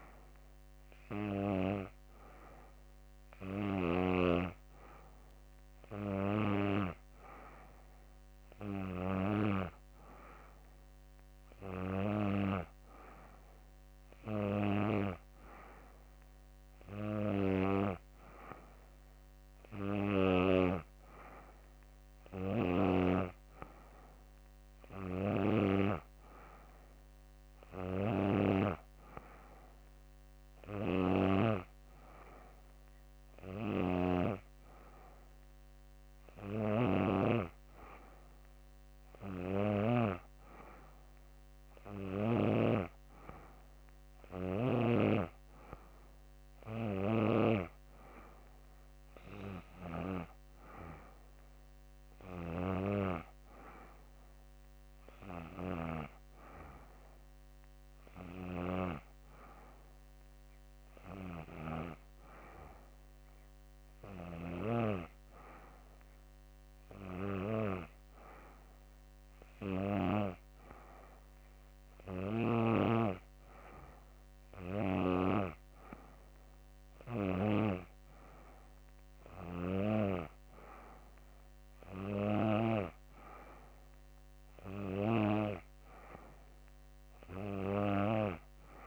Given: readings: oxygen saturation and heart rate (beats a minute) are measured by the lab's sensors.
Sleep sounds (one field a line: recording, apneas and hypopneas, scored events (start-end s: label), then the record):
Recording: breathing in sleep by a microphone on the trachea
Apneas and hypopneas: none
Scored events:
none scored
From the record:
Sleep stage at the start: N3 (deep sleep)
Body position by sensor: on the back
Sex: female